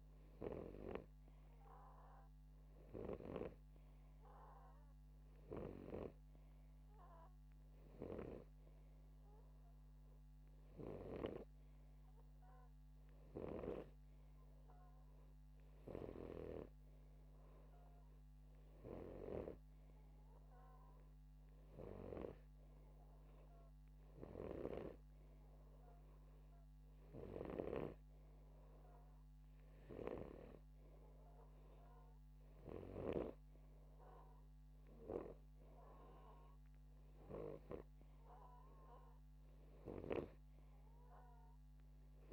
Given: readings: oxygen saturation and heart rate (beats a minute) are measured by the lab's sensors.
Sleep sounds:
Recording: breathing in sleep by a microphone on the trachea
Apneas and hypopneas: none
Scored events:
3.50-20.00 s: snoring (device-marked)
28.00-34.00 s: snoring (device-marked)
From the record:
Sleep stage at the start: N2 (light sleep)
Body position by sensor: upright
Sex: male

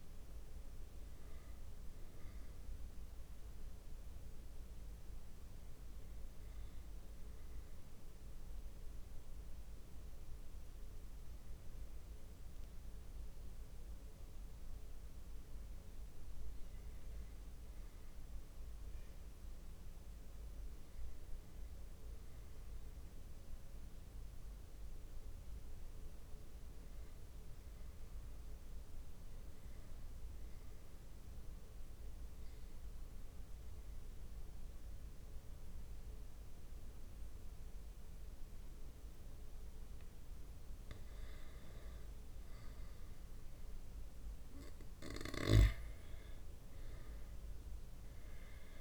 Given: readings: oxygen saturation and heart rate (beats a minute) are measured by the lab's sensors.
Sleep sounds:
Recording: breathing in sleep, hard to hear, by a room microphone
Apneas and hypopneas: 1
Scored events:
0.00-19.50 s: oxygen desaturation (device-marked, oxygen 92% lowest)
12.50-40.50 s: obstructive apnea (oxygen 95% before, 93% lowest)
43.00-47.00 s: arousal
46.50-48.81 s: oxygen desaturation (device-marked, oxygen 99% before, 93% lowest)
From the record:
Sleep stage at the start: N2 (light sleep)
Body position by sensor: on the back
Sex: male

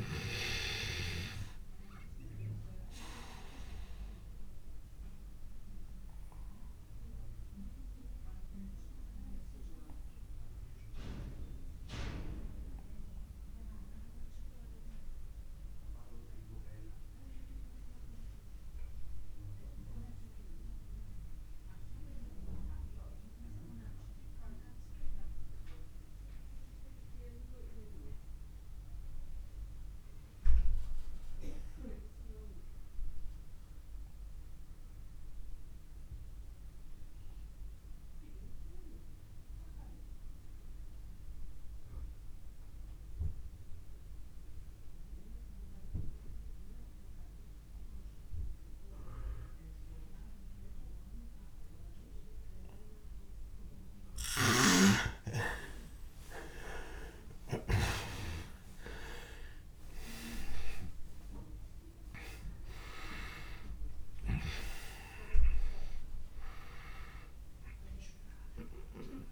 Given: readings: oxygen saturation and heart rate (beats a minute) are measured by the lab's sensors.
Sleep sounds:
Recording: breathing in sleep by a room microphone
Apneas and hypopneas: 1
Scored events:
0.00-26.50 s: oxygen desaturation (device-marked, oxygen 83% lowest)
2.50-53.00 s: obstructive apnea (oxygen 98% before, 80% lowest)
39.50-69.32 s: oxygen desaturation (device-marked, oxygen 99% before, 80% lowest)
54.00-57.50 s: snoring (device-marked)
55.00-59.50 s: arousal
From the record:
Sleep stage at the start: REM sleep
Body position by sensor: on the back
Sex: male

